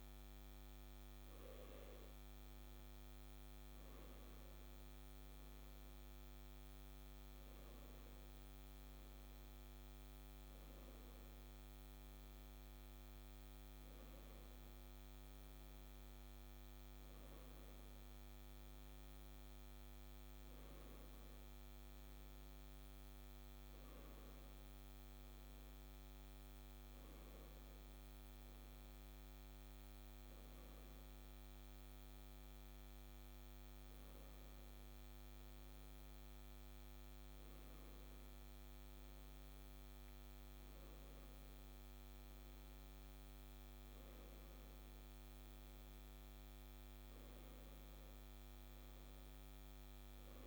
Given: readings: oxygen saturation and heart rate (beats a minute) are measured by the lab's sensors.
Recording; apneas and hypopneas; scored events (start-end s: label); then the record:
a person awake in a sleep study, hard to hear, by a microphone on the trachea; none
none scored
From the record:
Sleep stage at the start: awake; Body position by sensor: on the left side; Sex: male